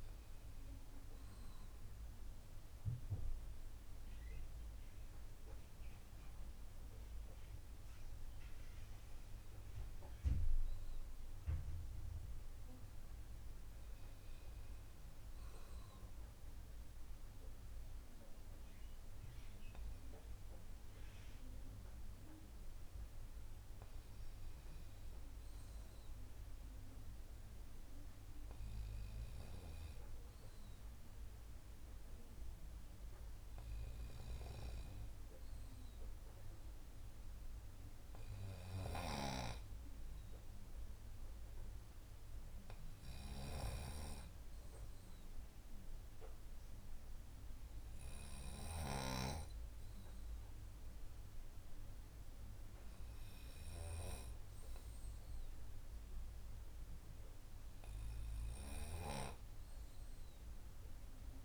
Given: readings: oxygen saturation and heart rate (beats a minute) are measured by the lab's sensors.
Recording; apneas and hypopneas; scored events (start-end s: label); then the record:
breathing in sleep by a room microphone; none
none scored
From the record:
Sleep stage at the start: N2 (light sleep); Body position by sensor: on the right side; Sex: male